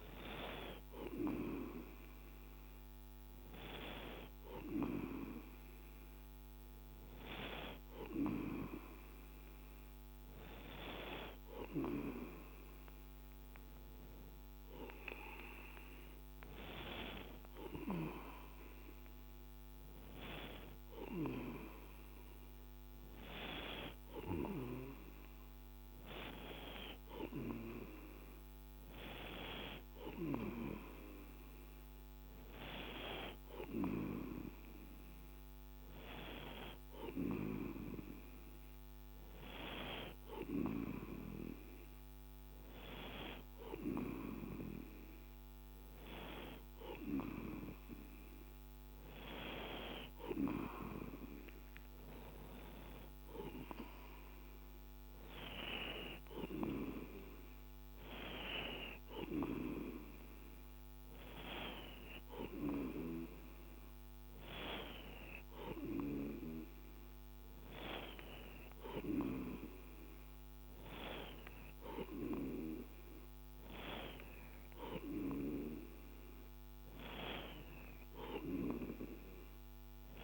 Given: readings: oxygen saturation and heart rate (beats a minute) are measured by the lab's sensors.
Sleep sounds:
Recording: breathing in sleep by a microphone on the trachea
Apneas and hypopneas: none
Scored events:
none scored
From the record:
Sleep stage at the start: N2 (light sleep)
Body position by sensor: on the right side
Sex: male

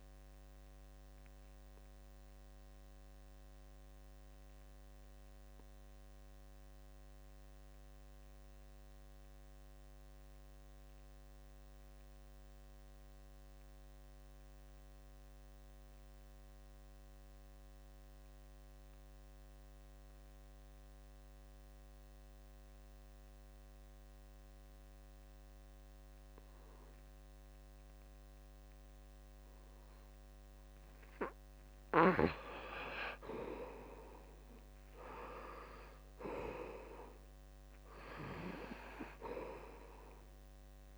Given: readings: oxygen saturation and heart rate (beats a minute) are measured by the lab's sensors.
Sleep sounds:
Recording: breathing in sleep by a microphone on the trachea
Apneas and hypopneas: 1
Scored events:
0.00-13.00 s: oxygen desaturation (device-marked, oxygen 73% lowest, heart rate 66 extreme)
1.00-31.00 s: obstructive apnea (oxygen 94% before, 73% lowest, heart rate 75 before, 64 extreme, up 9 after)
18.00-40.98 s: oxygen desaturation (device-marked, oxygen 98% before, 75% lowest, heart rate 70 before, 64 extreme)
33.50-36.50 s: arousal
From the record:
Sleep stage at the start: N2 (light sleep)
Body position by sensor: on the back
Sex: male

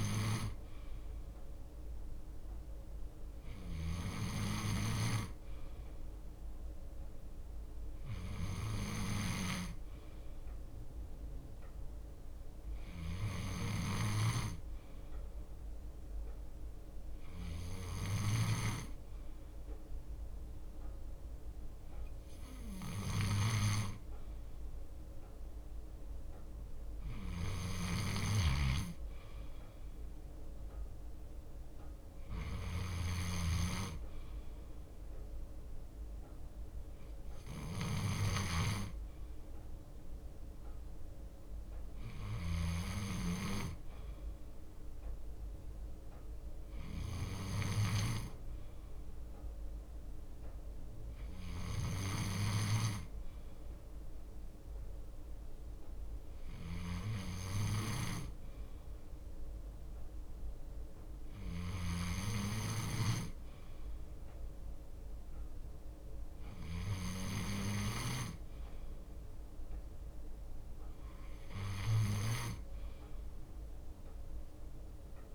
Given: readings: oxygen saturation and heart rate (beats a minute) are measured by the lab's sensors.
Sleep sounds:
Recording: breathing in sleep by a room microphone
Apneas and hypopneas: none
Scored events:
0.00-1.50 s: leg movement (device-marked)
0.00-2.50 s: bradycardia (device-marked, heart rate 59 extreme)
3.50-5.50 s: bradycardia (device-marked, heart rate 59 before, 59 extreme)
4.50-9.50 s: leg movement (device-marked)
8.50-20.50 s: bradycardia (device-marked, heart rate 59 before, 59 extreme)
11.50-17.00 s: leg movement (device-marked)
23.00-26.00 s: leg movement (device-marked)
27.50-29.50 s: bradycardia (device-marked, heart rate 59 before, 60 extreme)
28.00-33.50 s: snoring (device-marked)
28.00-34.50 s: leg movement (device-marked)
31.50-40.50 s: bradycardia (device-marked, heart rate 59 before, 59 extreme)
37.00-39.00 s: leg movement (device-marked)
40.00-44.00 s: leg movement (device-marked)
42.50-65.50 s: bradycardia (device-marked, heart rate 59 before, 58 extreme)
45.50-56.00 s: leg movement (device-marked)
58.00-61.00 s: leg movement (device-marked)
67.50-69.50 s: bradycardia (device-marked, heart rate 59 before, 59 extreme)
69.00-75.00 s: leg movement (device-marked)
From the record:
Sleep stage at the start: N2 (light sleep)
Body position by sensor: on the left side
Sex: male

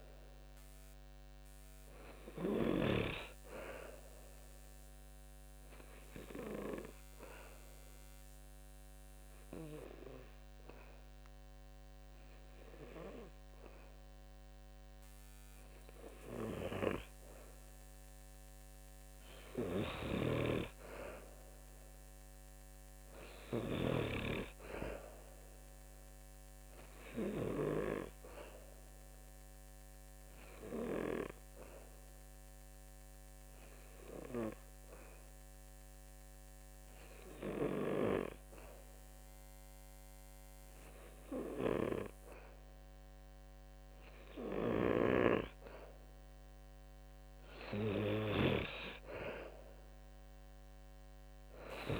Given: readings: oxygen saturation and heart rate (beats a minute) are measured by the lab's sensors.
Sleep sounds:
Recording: breathing in sleep by a microphone on the trachea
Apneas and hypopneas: 2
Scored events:
0.00-1.00 s: oxygen desaturation (device-marked, oxygen 91% lowest, heart rate 70 extreme)
0.00-2.50 s: arousal
0.00-2.50 s: snoring (device-marked)
7.00-18.00 s: obstructive apnea (oxygen 95% before, 90% lowest, heart rate 72 before, 70 extreme, up 2 after)
19.50-23.50 s: snoring (device-marked)
20.50-24.50 s: arousal
30.00-45.50 s: hypopnea (oxygen 95% before, 90% lowest, heart rate 72 before, 71 extreme, up 3 after)
41.00-51.00 s: oxygen desaturation (device-marked, oxygen 94% before, 90% lowest, heart rate 72 before, 71 extreme)
44.00-48.00 s: snoring (device-marked)
48.50-52.00 s: arousal
From the record:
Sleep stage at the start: N2 (light sleep)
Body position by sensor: on the back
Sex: male

